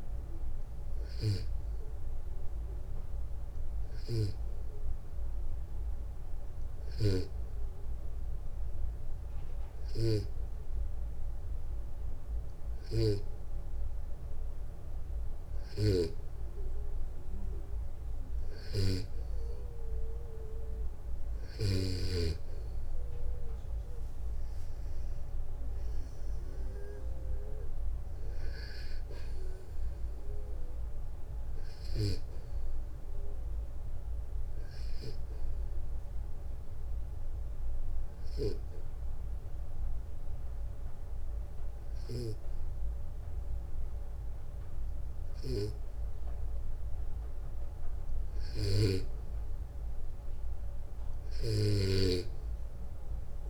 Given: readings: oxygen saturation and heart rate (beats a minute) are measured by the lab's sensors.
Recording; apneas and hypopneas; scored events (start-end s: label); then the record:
breathing in sleep by a room microphone; 1
15.00-21.50 s: snoring (device-marked)
35.50-47.50 s: obstructive apnea (oxygen 97% before, 92% lowest, heart rate 64 before, 60 extreme, up 4 after)
51.00-53.50 s: snoring (device-marked)
52.00-53.50 s: arousal
From the record:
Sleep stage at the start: N2 (light sleep); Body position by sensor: on the back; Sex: male